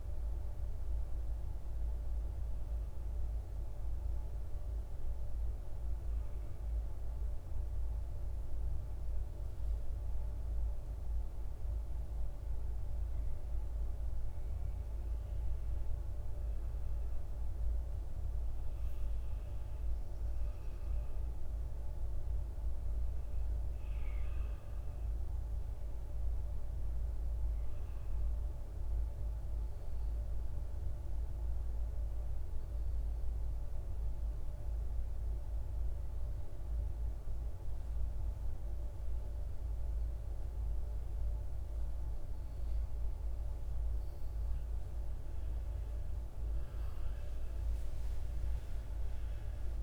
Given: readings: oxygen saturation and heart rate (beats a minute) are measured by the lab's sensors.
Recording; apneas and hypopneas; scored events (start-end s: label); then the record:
breathing in sleep, hard to hear, by a room microphone; none
none scored
From the record:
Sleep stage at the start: N2 (light sleep); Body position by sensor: on the right side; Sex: male